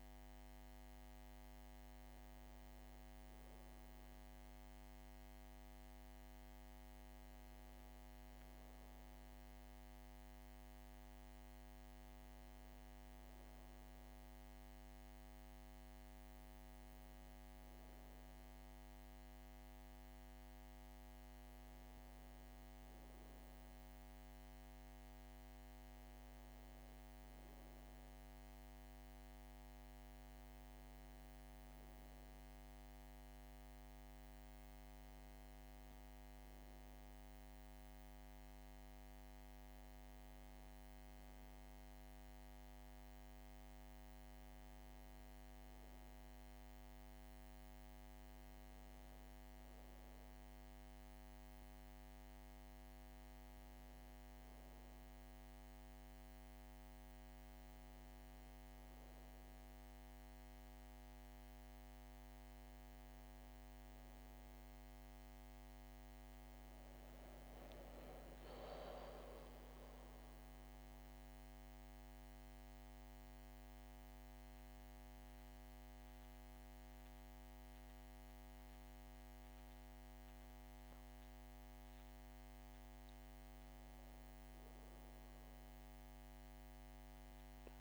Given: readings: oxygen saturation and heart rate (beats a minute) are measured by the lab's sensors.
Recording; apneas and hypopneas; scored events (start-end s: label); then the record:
breathing in sleep, hard to hear, by a microphone on the trachea; none
none scored
From the record:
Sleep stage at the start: N1 (lightest sleep); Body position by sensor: on the back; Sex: female